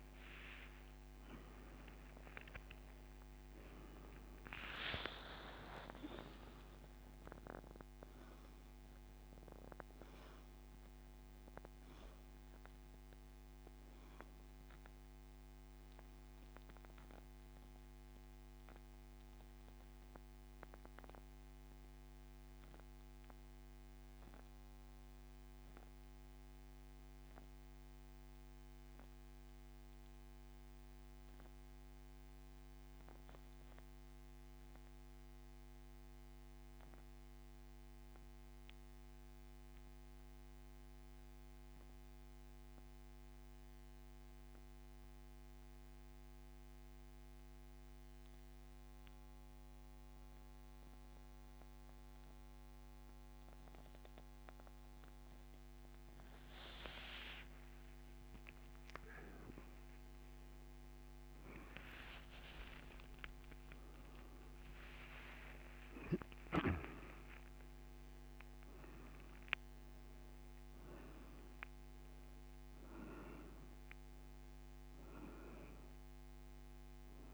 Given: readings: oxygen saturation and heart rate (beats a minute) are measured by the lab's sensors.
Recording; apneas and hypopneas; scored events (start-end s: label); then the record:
breathing in sleep by a microphone on the trachea; 1
0.00-5.00 s: arousal
9.50-48.50 s: oxygen desaturation (device-marked, oxygen 97% before, 83% lowest, heart rate 44 before, 25 extreme)
22.00-55.50 s: central apnea (oxygen 97% before, 83% lowest, heart rate 46 before, 25 extreme, up 15 after)
61.50-65.00 s: arousal
72.50-77.33 s: oxygen desaturation (device-marked, oxygen 96% before, 84% lowest)
From the record:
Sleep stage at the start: N2 (light sleep); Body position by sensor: on the back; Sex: male